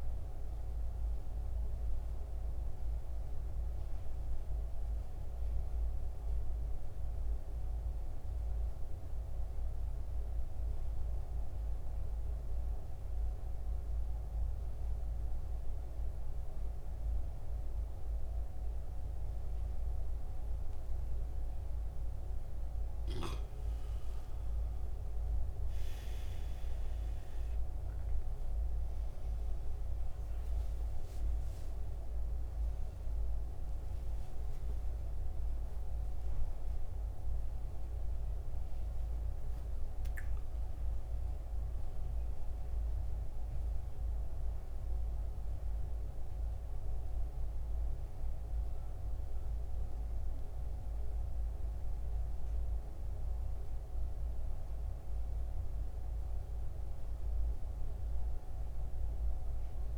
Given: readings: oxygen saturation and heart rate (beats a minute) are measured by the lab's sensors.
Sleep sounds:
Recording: breathing in sleep, hard to hear, by a room microphone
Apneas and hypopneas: 1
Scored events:
0.00-5.00 s: oxygen desaturation (device-marked, oxygen 89% lowest, heart rate 66 extreme)
4.00-21.50 s: central apnea (oxygen 94% before, 88% lowest, heart rate 75 before, 66 extreme, up 13 after)
24.50-29.50 s: arousal
27.00-57.00 s: oxygen desaturation (device-marked, oxygen 96% before, 88% lowest, heart rate 68 before, 68 extreme)
28.00-58.00 s: new sleep stage, N1 (lightest sleep)
58.00-59.98 s: new sleep stage, N2 (light sleep)
From the record:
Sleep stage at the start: N2 (light sleep)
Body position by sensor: on the back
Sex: male

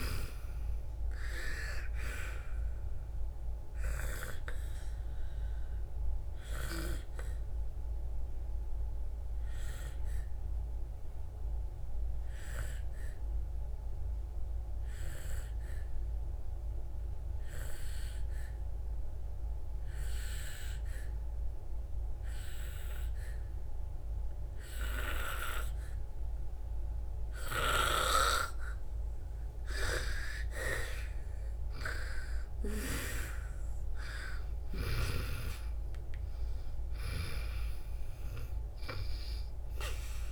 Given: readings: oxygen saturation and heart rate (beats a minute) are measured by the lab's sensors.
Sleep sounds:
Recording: breathing in sleep by a room microphone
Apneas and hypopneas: 1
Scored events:
0.00-23.00 s: oxygen desaturation (device-marked, oxygen 90% lowest, heart rate 60 extreme)
3.00-29.00 s: obstructive apnea (oxygen 98% before, 88% lowest, heart rate 68 before, 59 extreme, up 8 after)
28.00-40.31 s: oxygen desaturation (device-marked, oxygen 97% before, 88% lowest, heart rate 64 before, 59 extreme)
32.50-37.00 s: arousal
From the record:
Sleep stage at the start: N2 (light sleep)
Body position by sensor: on the back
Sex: female

